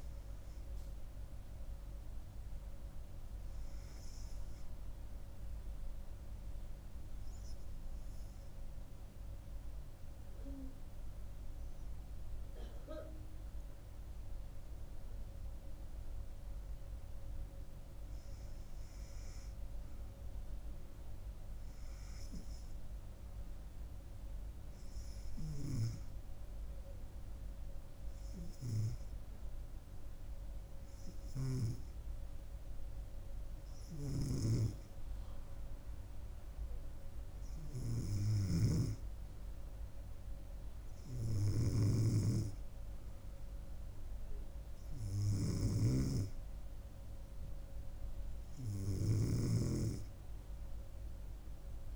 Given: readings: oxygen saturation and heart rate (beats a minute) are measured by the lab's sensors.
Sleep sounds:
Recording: breathing in sleep by a room microphone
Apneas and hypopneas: 2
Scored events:
1.50-13.50 s: hypopnea (oxygen 97% before, 93% lowest, heart rate 71 before, 67 extreme, up 4 after)
15.50-19.50 s: arousal
27.00-39.00 s: hypopnea (oxygen 96% before, 93% lowest, heart rate 69 before, 68 extreme, up 4 after)
40.50-43.50 s: arousal
41.50-49.50 s: snoring (device-marked)
From the record:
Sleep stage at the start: N2 (light sleep)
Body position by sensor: on the back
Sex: female

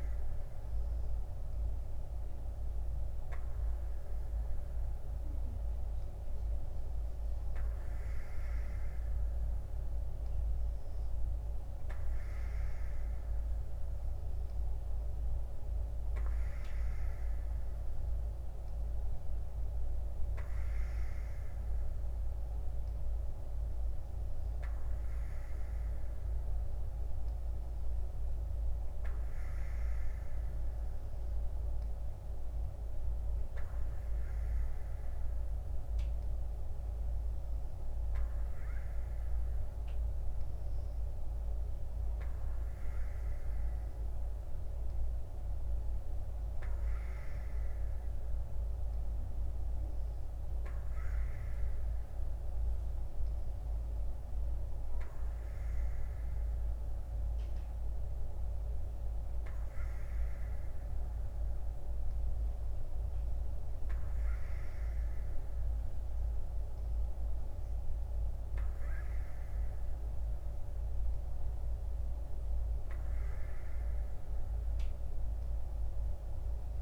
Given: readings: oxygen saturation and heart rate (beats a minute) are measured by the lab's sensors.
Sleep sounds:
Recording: breathing in sleep, hard to hear, by a room microphone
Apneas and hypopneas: none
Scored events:
none scored
From the record:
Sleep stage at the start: N2 (light sleep)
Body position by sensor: on the right side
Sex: female

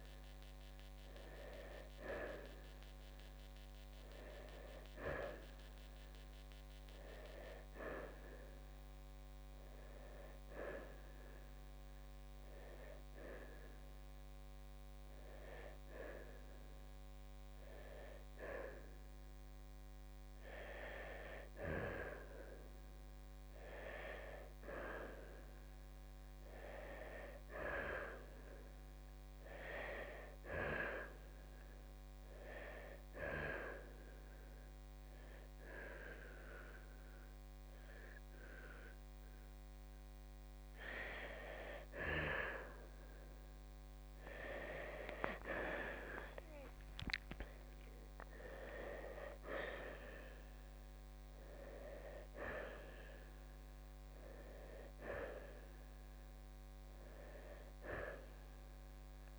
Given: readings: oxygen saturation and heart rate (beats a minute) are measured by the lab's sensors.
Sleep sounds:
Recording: breathing in sleep by a microphone on the trachea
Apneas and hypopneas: none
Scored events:
46.00-50.50 s: arousal
From the record:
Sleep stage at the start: N1 (lightest sleep)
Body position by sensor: on the right side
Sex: male

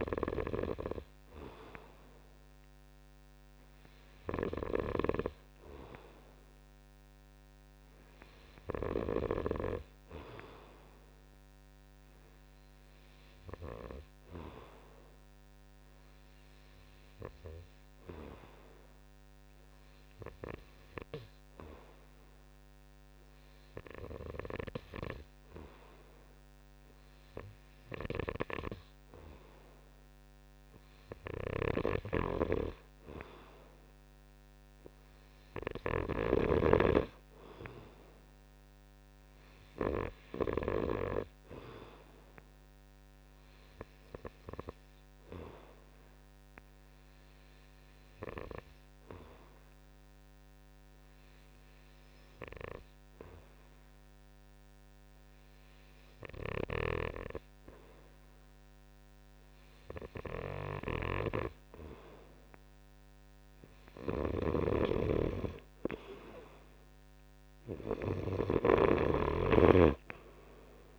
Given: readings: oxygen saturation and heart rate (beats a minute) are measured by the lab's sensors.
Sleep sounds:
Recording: breathing in sleep by a microphone on the trachea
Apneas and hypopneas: 2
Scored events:
3.50-7.00 s: arousal
12.00-30.00 s: obstructive apnea (oxygen 95% before, 91% lowest)
31.50-36.50 s: snoring (device-marked)
32.50-35.50 s: arousal
42.50-54.50 s: oxygen desaturation (device-marked, oxygen 95% before, 92% lowest)
43.00-59.00 s: obstructive apnea (oxygen 95% before, 91% lowest)
56.50-68.50 s: snoring (device-marked)
61.50-65.00 s: arousal
From the record:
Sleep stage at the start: N2 (light sleep)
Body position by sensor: on the right side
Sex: male

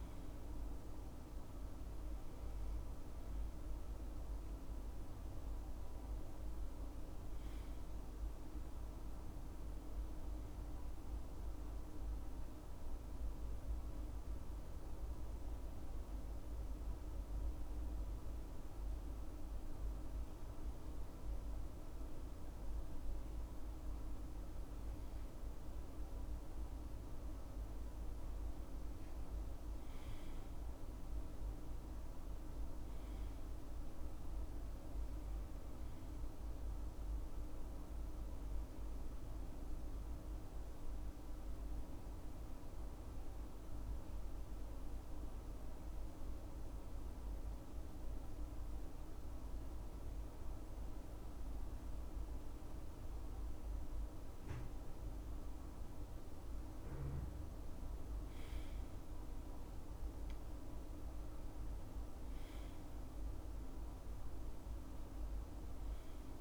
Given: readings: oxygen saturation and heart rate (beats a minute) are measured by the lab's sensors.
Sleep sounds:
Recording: breathing in sleep, hard to hear, by a room microphone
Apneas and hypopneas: 2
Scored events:
12.50-25.50 s: hypopnea (oxygen 98% before, 97% lowest, heart rate 74 before, 64 extreme, up 10 after)
29.50-33.00 s: arousal
39.50-54.50 s: hypopnea (oxygen 98% before, 96% lowest, heart rate 73 before, 65 extreme, up 12 after)
58.00-62.50 s: arousal
From the record:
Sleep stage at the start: N2 (light sleep)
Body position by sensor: on the left side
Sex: male

